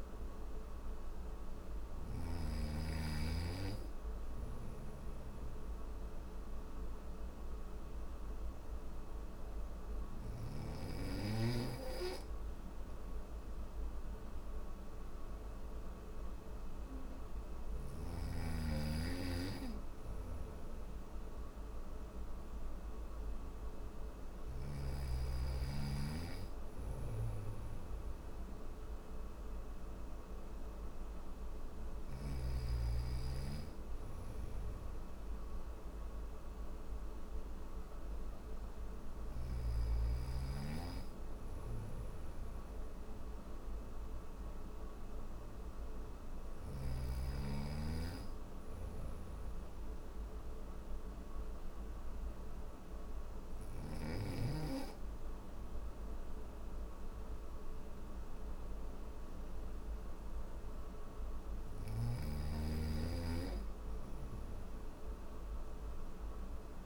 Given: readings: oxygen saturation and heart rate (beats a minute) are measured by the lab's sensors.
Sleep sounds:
breathing in sleep by a room microphone; none
0.00-1.50 s: snoring (device-marked)
3.50-9.50 s: snoring (device-marked)
19.00-24.00 s: snoring (device-marked)
26.00-31.50 s: snoring (device-marked)
40.50-46.00 s: snoring (device-marked)
From the record:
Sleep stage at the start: N3 (deep sleep); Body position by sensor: on the right side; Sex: male

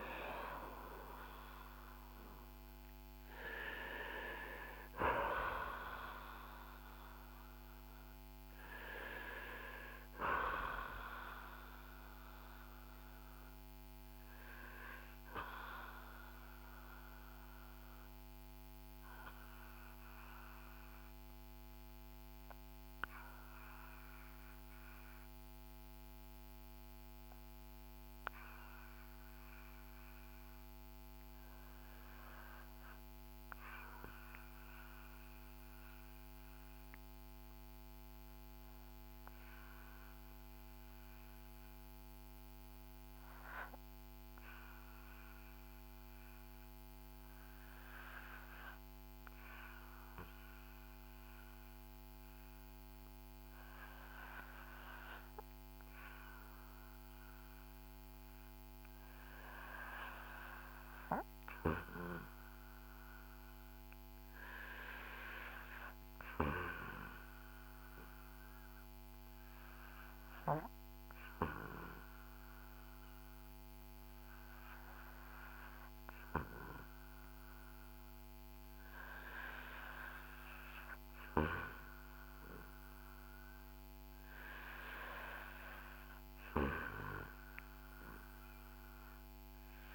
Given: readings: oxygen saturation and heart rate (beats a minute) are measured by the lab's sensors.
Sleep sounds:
breathing in sleep by a microphone on the trachea; 1
0.00-17.00 s: oxygen desaturation (device-marked, oxygen 87% lowest, heart rate 49 extreme)
16.00-85.50 s: obstructive apnea (oxygen 94% before, 81% lowest, heart rate 60 before, 49 extreme, up 7 after)
43.00-89.94 s: oxygen desaturation (device-marked, oxygen 97% before, 82% lowest, heart rate 55 before, 55 extreme)
From the record:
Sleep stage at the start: REM sleep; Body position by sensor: on the back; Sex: male

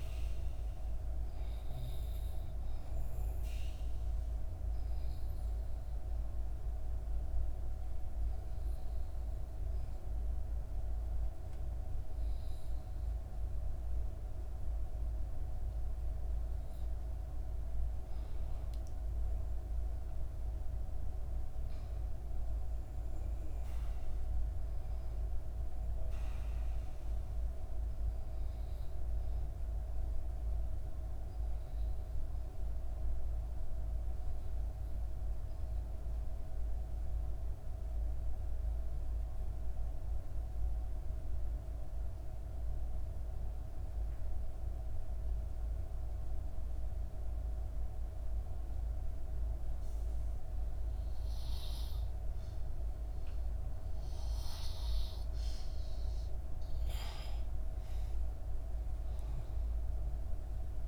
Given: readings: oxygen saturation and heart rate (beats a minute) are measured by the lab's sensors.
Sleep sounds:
breathing in sleep, hard to hear, by a room microphone; 2
0.00-7.50 s: oxygen desaturation (device-marked, oxygen 89% lowest, heart rate 59 extreme)
2.00-16.50 s: obstructive apnea (oxygen 96% before, 88% lowest, heart rate 62 before, 58 extreme, up 6 after)
18.50-22.00 s: arousal
37.50-56.00 s: obstructive apnea (oxygen 97% before, 88% lowest, heart rate 62 before, 59 extreme, up 7 after)
53.50-60.88 s: oxygen desaturation (device-marked, oxygen 96% before, 88% lowest, heart rate 59 before, 59 extreme)
57.50-60.88 s: arousal
From the record:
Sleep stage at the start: N2 (light sleep); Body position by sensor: on the back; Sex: female

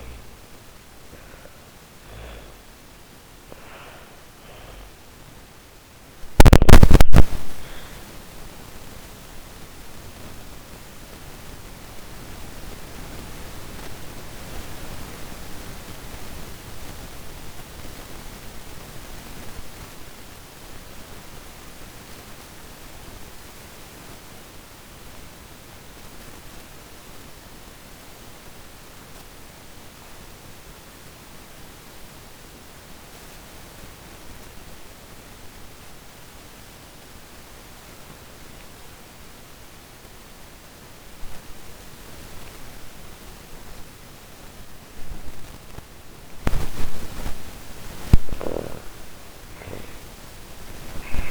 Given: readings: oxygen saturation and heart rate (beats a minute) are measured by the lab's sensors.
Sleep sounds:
breathing in sleep by a microphone on the trachea; 1
0.00-2.50 s: arousal
0.00-3.50 s: oxygen desaturation (device-marked, oxygen 92% lowest, heart rate 48 extreme)
9.50-45.00 s: obstructive apnea (oxygen 99% before, 81% lowest, heart rate 69 before, 48 extreme, up 29 after)
12.50-21.50 s: oxygen desaturation (device-marked, oxygen 94% before, 87% lowest, heart rate 72 before, 55 extreme)
39.50-51.31 s: oxygen desaturation (device-marked, oxygen 98% before, 81% lowest, heart rate 62 before, 43 extreme)
46.50-51.00 s: arousal
46.50-51.31 s: snoring (device-marked)
From the record:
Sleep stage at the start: N2 (light sleep); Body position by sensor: on the back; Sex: female

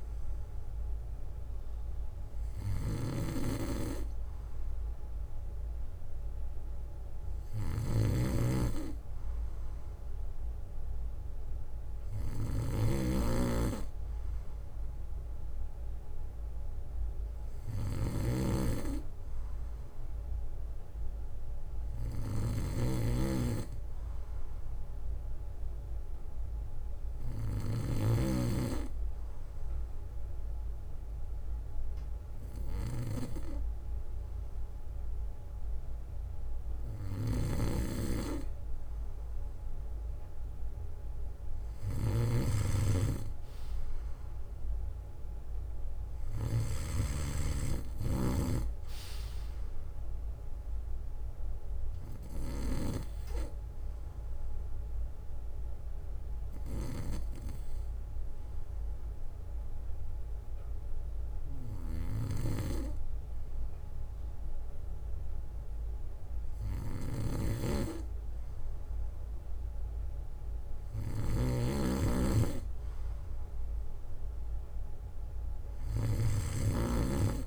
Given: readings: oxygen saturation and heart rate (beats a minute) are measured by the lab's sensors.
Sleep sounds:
breathing in sleep by a room microphone; 1
0.00-28.50 s: snoring (device-marked)
18.50-28.50 s: bradycardia (device-marked, heart rate 62 before, 48 extreme)
37.00-47.50 s: snoring (device-marked)
46.50-50.00 s: arousal
52.00-67.50 s: obstructive apnea (oxygen 94% before, 92% lowest, heart rate 63 before, 56 extreme, up 10 after)
63.50-65.50 s: bradycardia (device-marked, heart rate 62 before, 60 extreme)
70.00-73.50 s: arousal
71.00-77.47 s: snoring (device-marked)
73.50-75.50 s: bradycardia (device-marked, heart rate 62 before, 61 extreme)
From the record:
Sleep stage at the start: N2 (light sleep); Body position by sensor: on the back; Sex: male

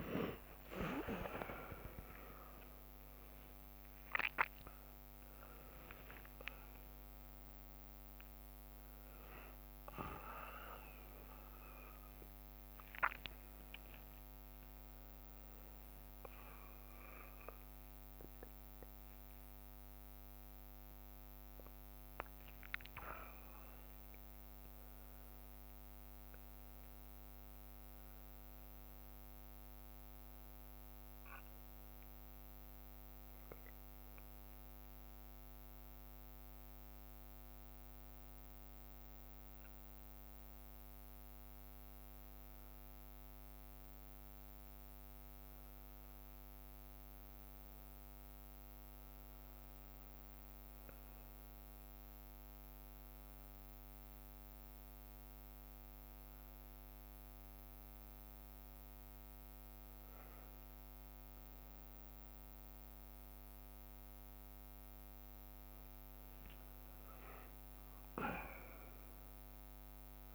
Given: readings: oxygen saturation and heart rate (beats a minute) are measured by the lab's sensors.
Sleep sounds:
a person awake in a sleep study, by a microphone on the trachea; none
0.00-5.00 s: bradycardia (device-marked)
0.00-10.00 s: drop in pulse transit time (device-marked)
2.50-4.50 s: long interval between heartbeats (device-marked, heart rate 89 before, 35 extreme)
9.50-12.00 s: leg movement (device-marked)
14.00-15.00 s: leg movement (device-marked)
23.00-41.00 s: drop in pulse transit time (device-marked, heart rate 62 before, 61 extreme)
66.50-68.00 s: leg movement (device-marked)
From the record:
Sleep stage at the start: awake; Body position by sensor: on the back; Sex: male

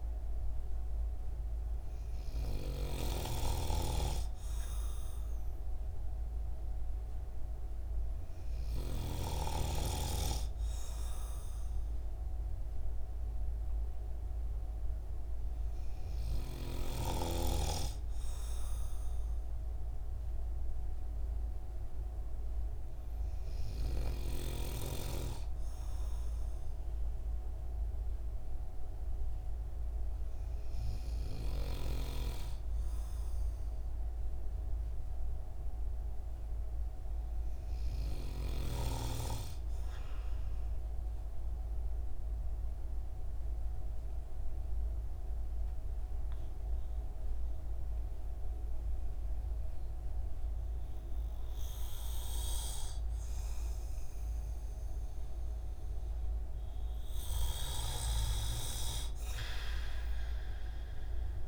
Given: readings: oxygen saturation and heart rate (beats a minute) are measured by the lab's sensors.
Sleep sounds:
breathing in sleep by a room microphone; 1
3.00-9.50 s: snoring (device-marked)
42.00-57.00 s: obstructive apnea (oxygen 96% before, 93% lowest)
58.00-61.48 s: arousal
From the record:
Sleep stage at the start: N2 (light sleep); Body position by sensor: on the right side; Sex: male

